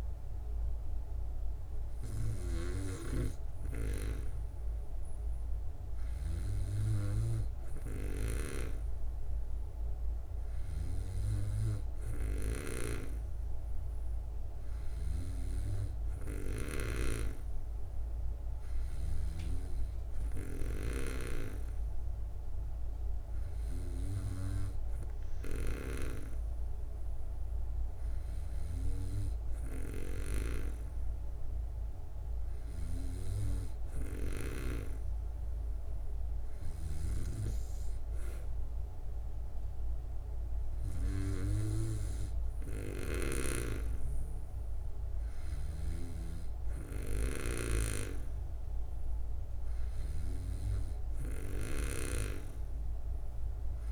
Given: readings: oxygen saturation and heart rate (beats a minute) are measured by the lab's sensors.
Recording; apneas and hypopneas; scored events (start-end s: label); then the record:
breathing in sleep by a room microphone; none
43.00-52.00 s: snoring (device-marked)
From the record:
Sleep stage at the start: N2 (light sleep); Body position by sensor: on the back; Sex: female